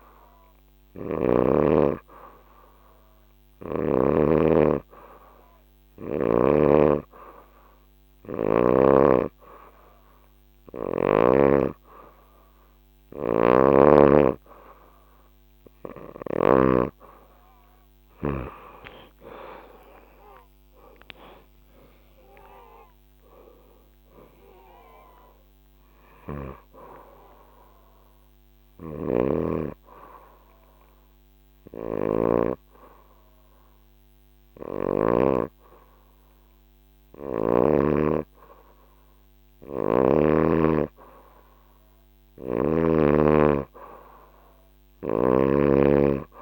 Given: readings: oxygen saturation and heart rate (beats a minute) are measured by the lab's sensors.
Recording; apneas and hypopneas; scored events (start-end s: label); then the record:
breathing in sleep by a microphone on the trachea; 1
0.00-6.00 s: oxygen desaturation (device-marked, oxygen 93% lowest, heart rate 85 extreme)
19.50-24.50 s: arousal
25.50-35.00 s: snoring (device-marked)
28.50-39.00 s: obstructive apnea (oxygen 95% before, 91% lowest, heart rate 135 before, 47 extreme)
41.00-45.50 s: arousal
From the record:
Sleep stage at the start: N2 (light sleep); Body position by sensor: on the back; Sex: female